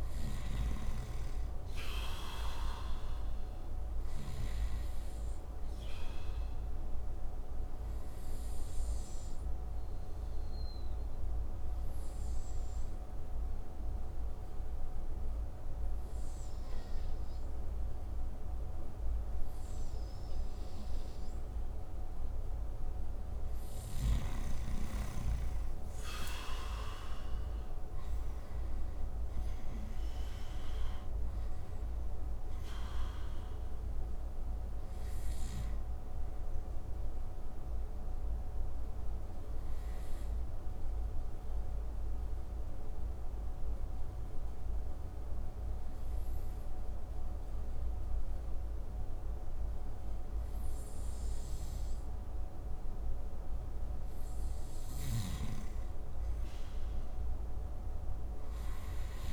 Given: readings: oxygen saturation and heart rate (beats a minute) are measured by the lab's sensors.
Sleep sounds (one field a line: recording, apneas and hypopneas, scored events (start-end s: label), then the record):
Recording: breathing in sleep by a room microphone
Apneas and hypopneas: 2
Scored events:
2.00-21.00 s: oxygen desaturation (device-marked, oxygen 95% before, 90% lowest)
6.00-22.00 s: obstructive apnea (oxygen 95% before, 90% lowest)
24.00-27.00 s: arousal
33.00-51.00 s: oxygen desaturation (device-marked, oxygen 95% before, 90% lowest)
37.00-52.00 s: obstructive apnea (oxygen 95% before, 90% lowest)
54.00-59.00 s: snoring (device-marked)
54.50-57.00 s: arousal
From the record:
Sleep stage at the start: N2 (light sleep)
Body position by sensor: on the right side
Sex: male